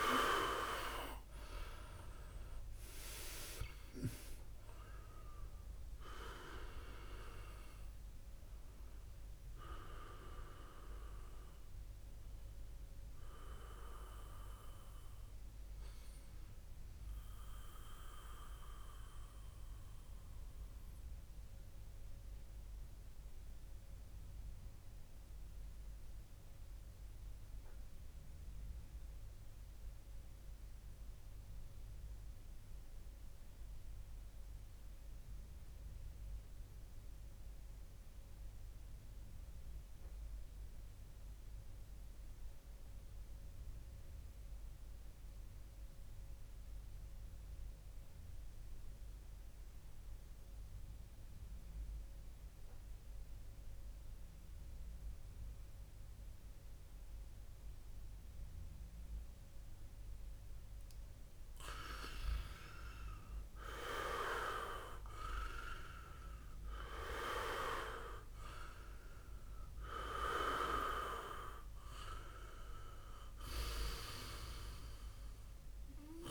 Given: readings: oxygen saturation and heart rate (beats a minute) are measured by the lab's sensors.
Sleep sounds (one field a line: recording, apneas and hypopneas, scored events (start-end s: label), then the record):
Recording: breathing in sleep by a room microphone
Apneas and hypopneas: 1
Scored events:
0.00-2.00 s: arousal
18.00-60.00 s: mixed apnea (oxygen 96% before, 92% lowest, heart rate 68 before, 54 extreme, up 12 after)
20.50-26.50 s: oxygen desaturation (device-marked, oxygen 96% before, 92% lowest, heart rate 67 before, 57 extreme)
62.50-67.00 s: arousal
65.50-76.31 s: oxygen desaturation (device-marked, oxygen 98% before, 95% lowest, heart rate 58 before, 55 extreme)
From the record:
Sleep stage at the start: REM sleep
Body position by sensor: on the back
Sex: male